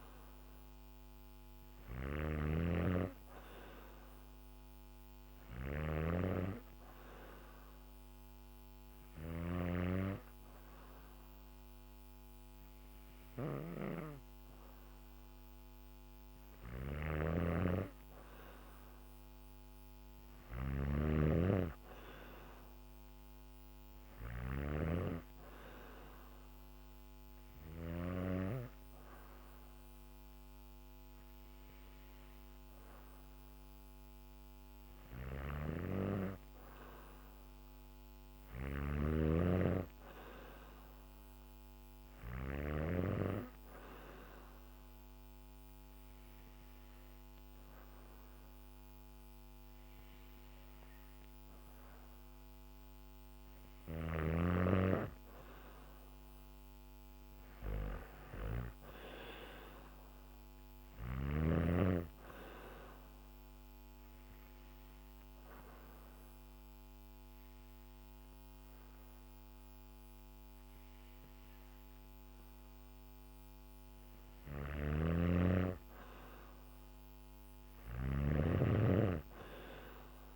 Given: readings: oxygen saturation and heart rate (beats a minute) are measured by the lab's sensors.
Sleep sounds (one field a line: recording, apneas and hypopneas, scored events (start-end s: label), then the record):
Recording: breathing in sleep by a microphone on the trachea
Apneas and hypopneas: 1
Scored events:
0.00-27.50 s: snoring (device-marked)
34.50-42.00 s: snoring (device-marked)
63.00-73.50 s: hypopnea (oxygen 95% before, 93% lowest, heart rate 67 before, 63 extreme, up 3 after)
74.00-80.35 s: snoring (device-marked)
76.00-79.00 s: arousal
From the record:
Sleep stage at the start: N2 (light sleep)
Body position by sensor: on the back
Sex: female